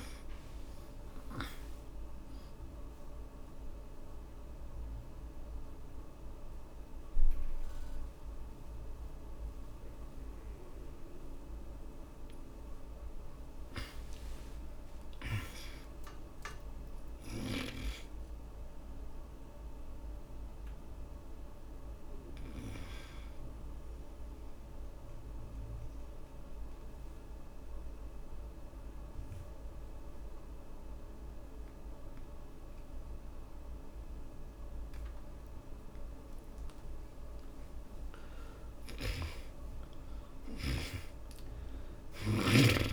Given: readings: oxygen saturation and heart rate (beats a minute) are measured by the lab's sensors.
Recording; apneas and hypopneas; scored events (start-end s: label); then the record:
breathing in sleep by a room microphone; 2
0.00-1.00 s: arousal
0.00-18.00 s: oxygen desaturation (device-marked, oxygen 88% lowest)
3.00-13.50 s: obstructive apnea (oxygen 93% before, 69% lowest)
14.50-18.50 s: arousal
17.50-23.00 s: snoring (device-marked)
20.00-33.00 s: oxygen desaturation (device-marked, oxygen 98% before, 93% lowest)
22.50-36.00 s: obstructive apnea (oxygen 98% before, 69% lowest)
37.50-42.00 s: arousal
38.00-42.92 s: oxygen desaturation (device-marked, oxygen 94% before, 69% lowest)
40.50-42.92 s: snoring (device-marked)
From the record:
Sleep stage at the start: N2 (light sleep); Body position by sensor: on the back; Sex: male